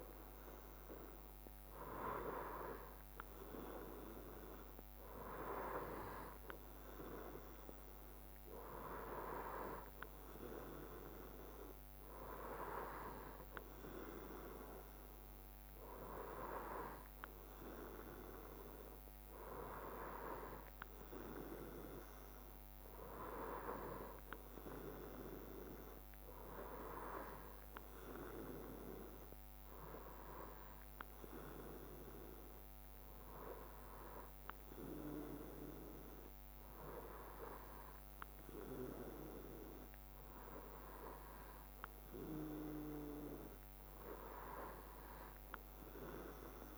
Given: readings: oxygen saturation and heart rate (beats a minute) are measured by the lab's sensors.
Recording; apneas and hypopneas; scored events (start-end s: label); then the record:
breathing in sleep by a microphone on the trachea; none
none scored
From the record:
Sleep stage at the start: N3 (deep sleep); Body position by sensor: on the right side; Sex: male